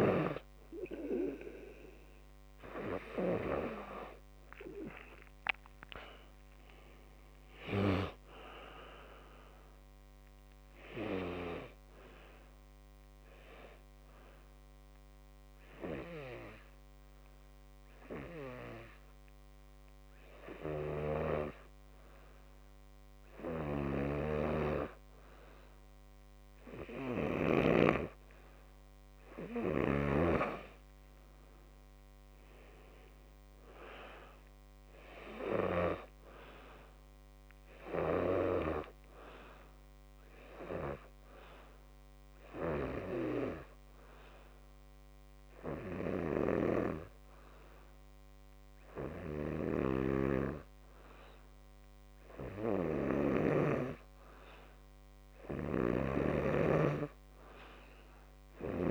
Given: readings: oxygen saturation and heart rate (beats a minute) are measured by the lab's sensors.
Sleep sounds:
breathing in sleep by a microphone on the trachea; 2
7.50-10.50 s: arousal
13.50-27.00 s: hypopnea (oxygen 92% before, 89% lowest, heart rate 65 before, 53 extreme, up 15 after)
31.00-34.50 s: arousal
36.00-55.00 s: oxygen desaturation (device-marked, oxygen 95% before, 90% lowest, heart rate 60 before, 54 extreme)
43.50-54.00 s: hypopnea (oxygen 95% before, 89% lowest, heart rate 62 before, 55 extreme, up 13 after)
55.50-58.00 s: arousal
From the record:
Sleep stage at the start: N2 (light sleep); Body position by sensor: on the back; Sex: male

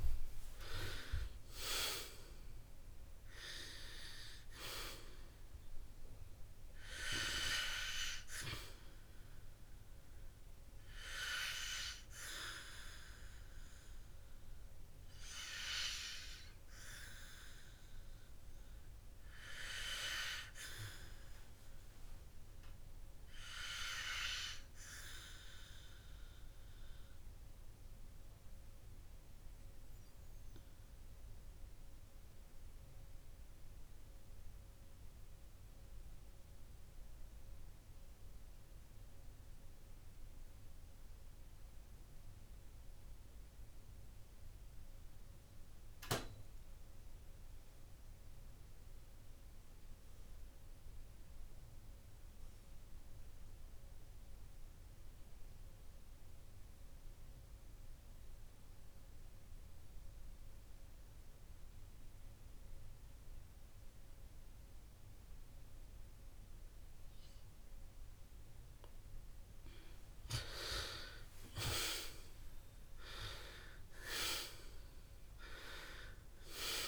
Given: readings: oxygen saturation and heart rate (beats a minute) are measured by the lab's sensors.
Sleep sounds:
breathing in sleep by a room microphone; 1
0.00-1.00 s: arousal
22.00-37.00 s: oxygen desaturation (device-marked, oxygen 98% before, 86% lowest, heart rate 70 before, 51 extreme)
29.50-70.50 s: obstructive apnea (oxygen 98% before, 86% lowest, heart rate 62 before, 51 extreme, up 21 after)
72.50-76.50 s: arousal
From the record:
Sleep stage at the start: REM sleep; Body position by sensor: on the back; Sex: male

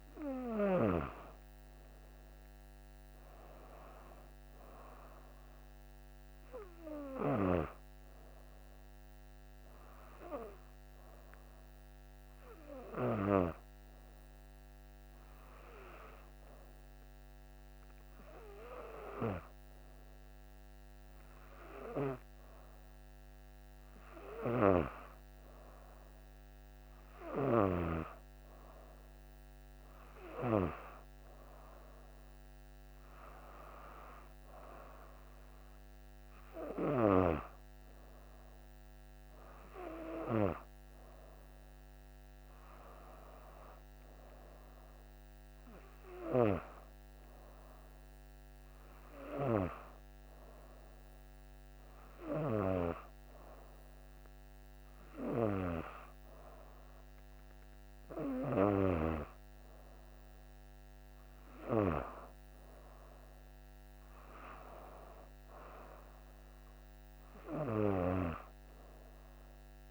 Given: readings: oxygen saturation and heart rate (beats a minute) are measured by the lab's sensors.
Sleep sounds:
breathing in sleep by a microphone on the trachea; none
none scored
From the record:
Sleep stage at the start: N2 (light sleep); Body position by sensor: on the back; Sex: female

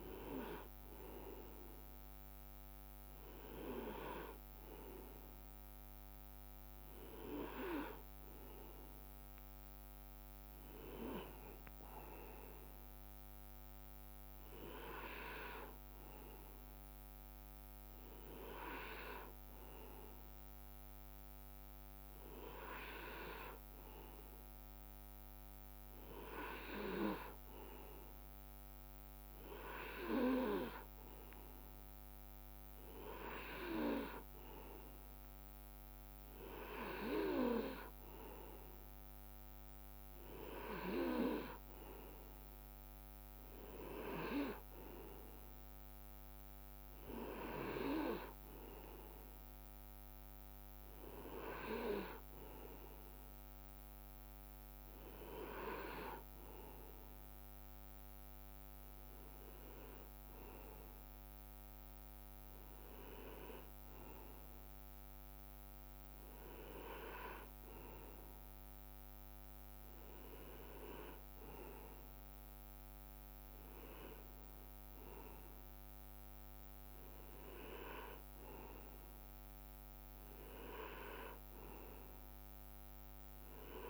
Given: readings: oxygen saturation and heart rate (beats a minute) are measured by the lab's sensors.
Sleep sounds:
breathing in sleep by a microphone on the trachea; none
0.00-1.50 s: long interval between heartbeats (device-marked)
6.50-8.50 s: long interval between heartbeats (device-marked, heart rate 37 before, 26 extreme)
10.50-12.50 s: long interval between heartbeats (device-marked, heart rate 33 before, 38 extreme)
14.00-16.00 s: long interval between heartbeats (device-marked, heart rate 32 before, 56 extreme)
18.00-20.00 s: long interval between heartbeats (device-marked, heart rate 35 before, 45 extreme)
32.00-34.00 s: long interval between heartbeats (device-marked, heart rate 47 before, 62 extreme)
36.00-38.00 s: long interval between heartbeats (device-marked, heart rate 47 before, 44 extreme)
40.00-42.00 s: long interval between heartbeats (device-marked, heart rate 46 before, 31 extreme)
48.00-50.00 s: long interval between heartbeats (device-marked, heart rate 46 before, 46 extreme)
54.00-56.00 s: long interval between heartbeats (device-marked, heart rate 42 before, 52 extreme)
62.50-64.50 s: long interval between heartbeats (device-marked, heart rate 42 before, 28 extreme)
68.50-70.50 s: long interval between heartbeats (device-marked, heart rate 40 before, 35 extreme)
82.50-83.90 s: long interval between heartbeats (device-marked, heart rate 36 before, 45 extreme)
From the record:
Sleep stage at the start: N2 (light sleep); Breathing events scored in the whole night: 154 in 4.7 hours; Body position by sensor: on the right side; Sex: male

